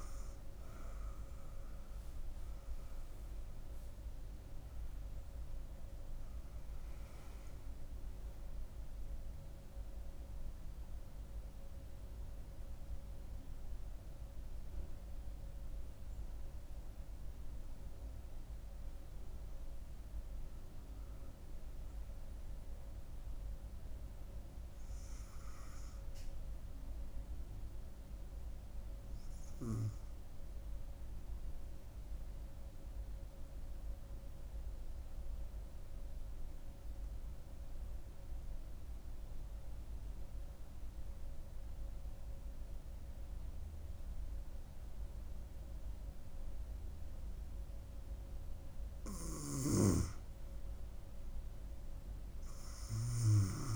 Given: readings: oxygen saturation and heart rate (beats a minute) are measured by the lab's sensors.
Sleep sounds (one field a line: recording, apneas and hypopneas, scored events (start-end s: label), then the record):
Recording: breathing in sleep, hard to hear, by a room microphone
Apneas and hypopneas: 1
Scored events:
6.00-9.50 s: arousal
35.00-48.50 s: obstructive apnea (oxygen 96% before, 93% lowest, heart rate 71 before, 67 extreme, up 5 after)
50.50-53.50 s: arousal
From the record:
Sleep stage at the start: N2 (light sleep)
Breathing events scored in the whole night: 398 in 5.7 hours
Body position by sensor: on the front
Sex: female